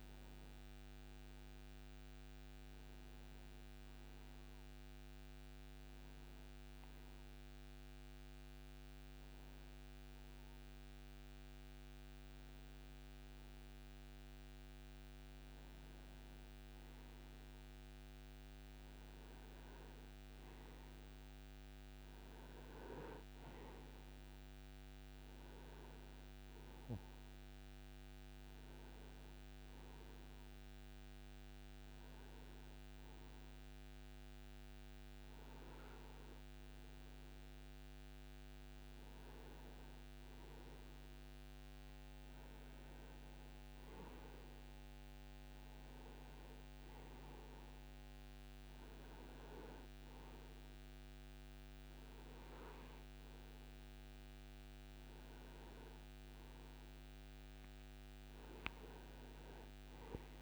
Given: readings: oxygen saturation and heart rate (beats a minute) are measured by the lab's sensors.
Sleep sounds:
breathing in sleep, hard to hear, by a microphone on the trachea; none
0.00-14.50 s: oxygen desaturation (device-marked, oxygen 89% lowest)
From the record:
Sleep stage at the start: N2 (light sleep); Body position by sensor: on the right side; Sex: male

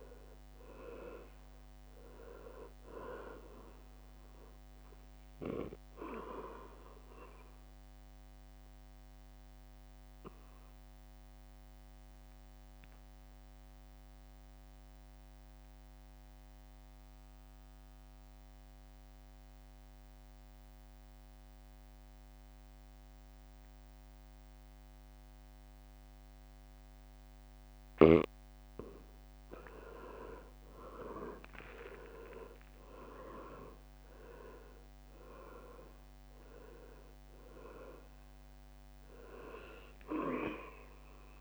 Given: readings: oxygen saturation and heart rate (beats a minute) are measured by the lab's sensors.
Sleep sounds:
breathing in sleep by a microphone on the trachea; 1
0.00-8.50 s: drop in pulse transit time (device-marked, heart rate 66 extreme)
0.00-19.50 s: oxygen desaturation (device-marked, oxygen 93% lowest, heart rate 63 extreme)
8.50-28.00 s: obstructive apnea (oxygen 98% before, 92% lowest, heart rate 67 before, 63 extreme, up 8 after)
28.50-41.41 s: drop in pulse transit time (device-marked, heart rate 65 before, 67 extreme)
30.50-35.00 s: arousal
34.50-41.41 s: oxygen desaturation (device-marked, oxygen 99% before, 92% lowest, heart rate 66 before, 61 extreme)
From the record:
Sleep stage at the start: N2 (light sleep); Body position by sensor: on the back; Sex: male

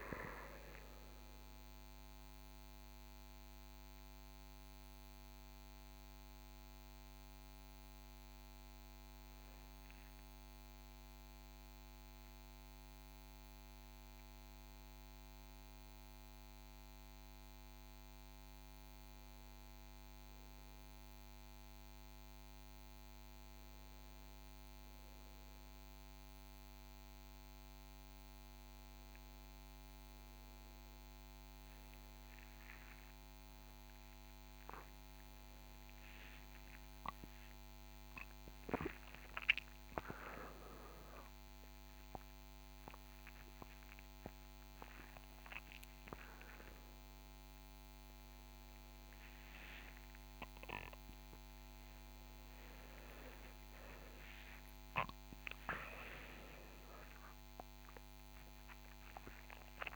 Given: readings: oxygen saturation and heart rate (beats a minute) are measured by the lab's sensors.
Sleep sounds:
breathing in sleep by a microphone on the trachea; none
38.00-43.00 s: arousal
58.00-59.95 s: arousal
From the record:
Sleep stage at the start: N1 (lightest sleep); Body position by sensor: on the back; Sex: male

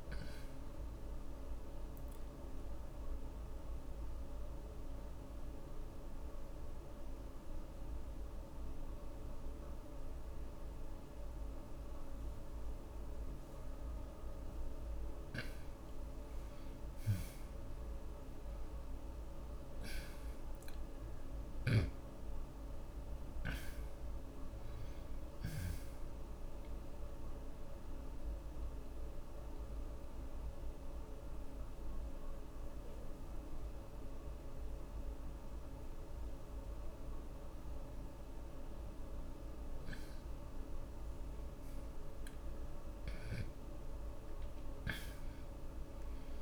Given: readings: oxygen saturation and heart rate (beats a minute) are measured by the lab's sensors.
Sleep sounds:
breathing in sleep, hard to hear, by a room microphone; 2
0.00-8.00 s: oxygen desaturation (device-marked, oxygen 91% lowest)
6.00-16.00 s: central apnea (oxygen 98% before, 82% lowest)
17.50-21.00 s: arousal
22.00-42.00 s: oxygen desaturation (device-marked, oxygen 97% before, 83% lowest)
28.00-40.00 s: mixed apnea (oxygen 97% before, 82% lowest)
42.00-46.42 s: arousal
From the record:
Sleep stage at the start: N2 (light sleep); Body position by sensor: on the back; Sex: male

